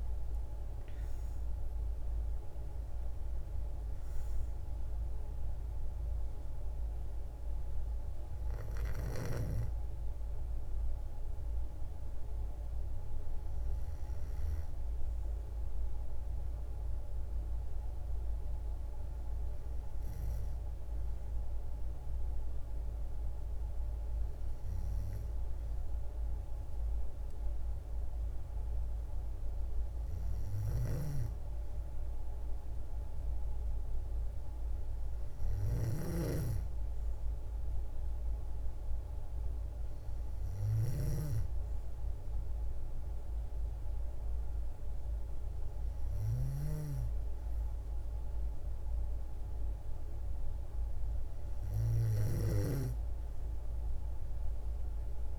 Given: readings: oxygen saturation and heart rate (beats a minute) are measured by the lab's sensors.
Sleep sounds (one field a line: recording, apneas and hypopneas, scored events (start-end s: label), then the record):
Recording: breathing in sleep by a room microphone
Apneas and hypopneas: none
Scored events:
0.00-1.50 s: arousal
35.50-41.00 s: snoring (device-marked)
From the record:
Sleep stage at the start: N2 (light sleep)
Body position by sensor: on the back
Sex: female